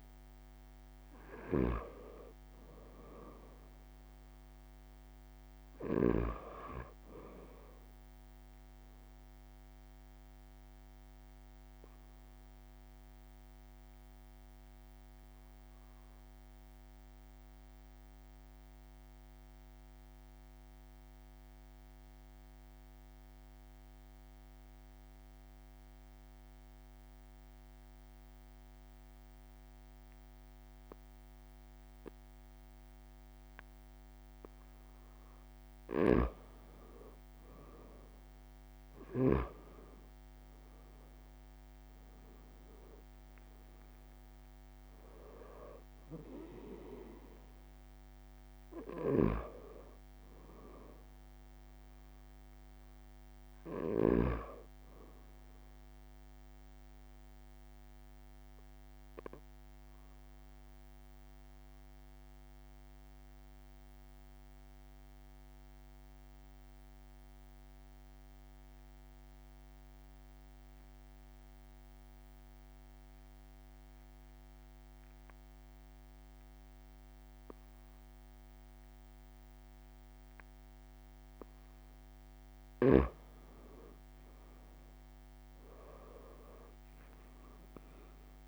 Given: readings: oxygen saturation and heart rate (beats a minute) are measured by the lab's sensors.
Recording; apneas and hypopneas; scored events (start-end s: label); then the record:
breathing in sleep by a microphone on the trachea; 2
0.00-23.00 s: oxygen desaturation (device-marked, oxygen 90% lowest)
1.00-6.00 s: snoring (device-marked)
11.00-33.50 s: obstructive apnea (oxygen 96% before, 90% lowest)
14.50-16.50 s: long interval between heartbeats (device-marked)
31.50-33.50 s: long interval between heartbeats (device-marked)
34.00-36.00 s: long interval between heartbeats (device-marked)
35.50-39.50 s: snoring (device-marked)
37.50-42.00 s: arousal
40.00-67.00 s: oxygen desaturation (device-marked, oxygen 97% before, 91% lowest)
56.00-81.00 s: obstructive apnea (oxygen 97% before, 91% lowest)
63.00-65.00 s: long interval between heartbeats (device-marked)
65.50-67.50 s: long interval between heartbeats (device-marked)
77.50-79.50 s: long interval between heartbeats (device-marked)
83.00-88.00 s: arousal
85.00-87.00 s: long interval between heartbeats (device-marked)
87.00-88.48 s: oxygen desaturation (device-marked, oxygen 97% before, 91% lowest)
From the record:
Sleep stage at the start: N2 (light sleep); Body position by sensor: on the back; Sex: male